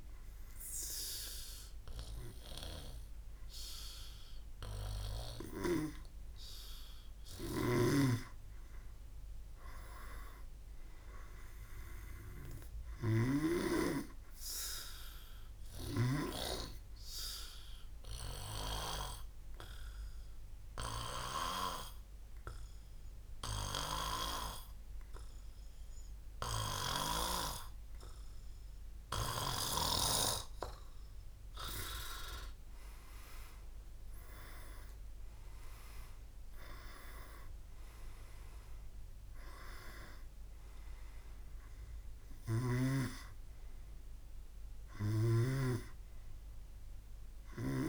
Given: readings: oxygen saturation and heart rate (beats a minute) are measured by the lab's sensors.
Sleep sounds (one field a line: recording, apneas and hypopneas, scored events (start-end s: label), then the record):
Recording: breathing in sleep by a room microphone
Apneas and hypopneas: 1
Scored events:
7.50-16.50 s: snoring (device-marked)
14.00-32.00 s: obstructive apnea (oxygen 100% before, 93% lowest, heart rate 68 before, 63 extreme, up 18 after)
34.50-39.00 s: arousal
36.50-47.89 s: oxygen desaturation (device-marked, oxygen 98% before, 93% lowest, heart rate 66 before, 63 extreme)
From the record:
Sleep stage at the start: N2 (light sleep)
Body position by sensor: on the back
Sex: male